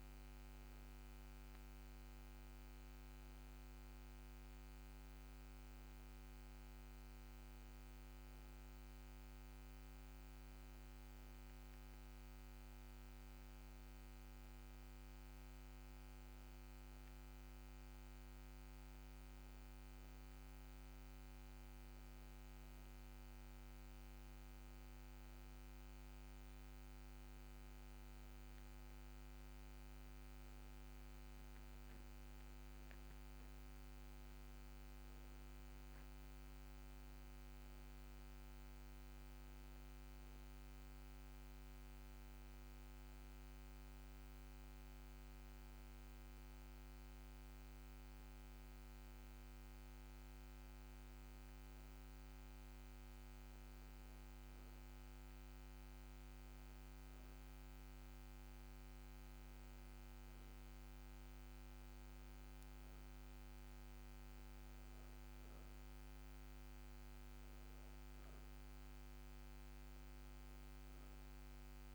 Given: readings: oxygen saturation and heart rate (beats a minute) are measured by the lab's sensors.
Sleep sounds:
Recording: breathing in sleep, hard to hear, by a microphone on the trachea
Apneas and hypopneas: none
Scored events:
4.50-12.50 s: oxygen desaturation (device-marked, oxygen 99% before, 95% lowest, heart rate 74 before, 75 extreme)
27.50-33.50 s: arousal
From the record:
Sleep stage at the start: N2 (light sleep)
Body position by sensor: on the back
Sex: female

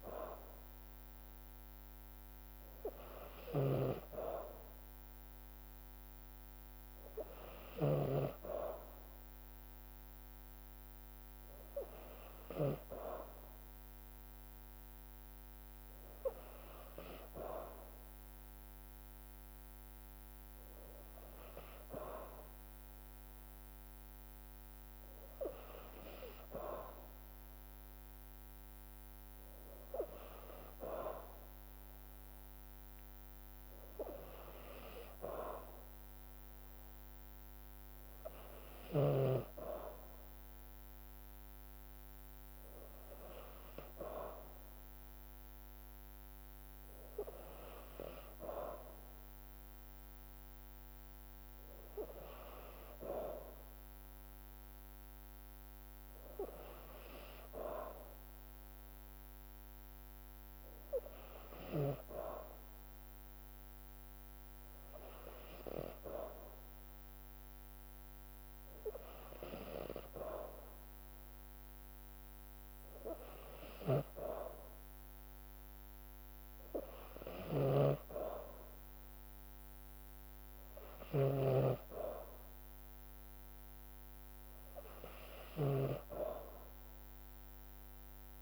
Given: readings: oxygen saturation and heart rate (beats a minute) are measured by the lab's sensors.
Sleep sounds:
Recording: breathing in sleep by a microphone on the trachea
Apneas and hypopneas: none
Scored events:
3.00-8.00 s: snoring (device-marked)
73.50-85.50 s: snoring (device-marked)
From the record:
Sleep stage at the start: N2 (light sleep)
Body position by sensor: on the back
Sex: female

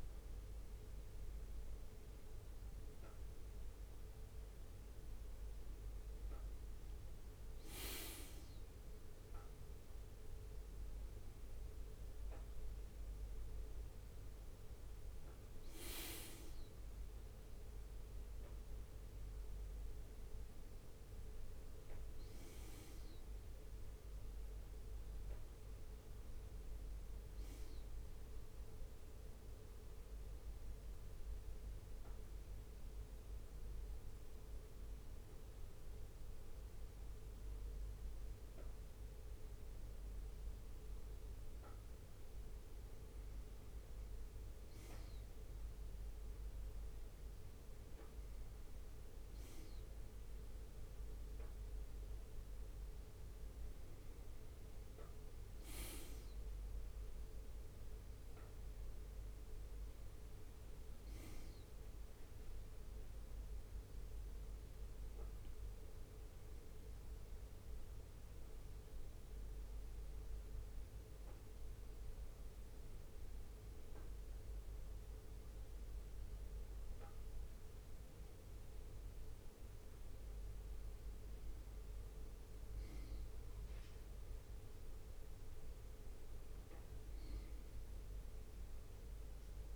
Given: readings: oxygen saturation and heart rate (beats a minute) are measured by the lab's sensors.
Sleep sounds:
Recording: breathing in sleep, hard to hear, by a room microphone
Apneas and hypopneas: 2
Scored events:
28.50-40.50 s: hypopnea (oxygen 99% before, 95% lowest, heart rate 62 before, 63 extreme, up 1 after)
38.50-43.50 s: leg movement (device-marked)
42.50-46.00 s: arousal
65.00-79.00 s: hypopnea (oxygen 98% before, 95% lowest, heart rate 63 before, 62 extreme, up 2 after)
81.50-85.50 s: arousal
From the record:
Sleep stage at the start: N1 (lightest sleep)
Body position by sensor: on the right side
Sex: male

